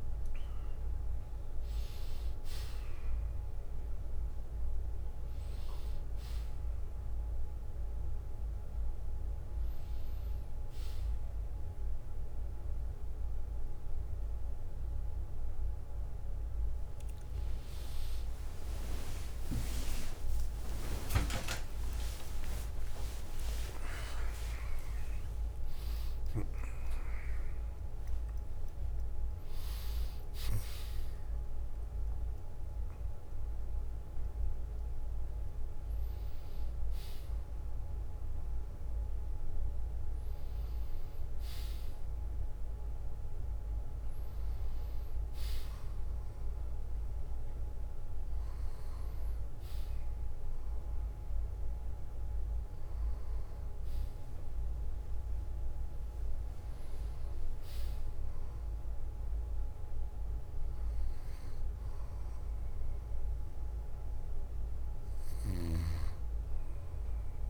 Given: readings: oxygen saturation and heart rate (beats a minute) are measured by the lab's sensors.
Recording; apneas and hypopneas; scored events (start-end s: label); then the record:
a person partly awake in a sleep study, by a room microphone; none
0.00-8.50 s: oxygen desaturation (device-marked, oxygen 95% lowest, heart rate 66 extreme)
17.50-24.50 s: tachycardia (device-marked, heart rate 69 before, 130 extreme)
27.50-67.50 s: new sleep stage, N1 (lightest sleep)
From the record:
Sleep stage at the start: awake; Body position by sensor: on the back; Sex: male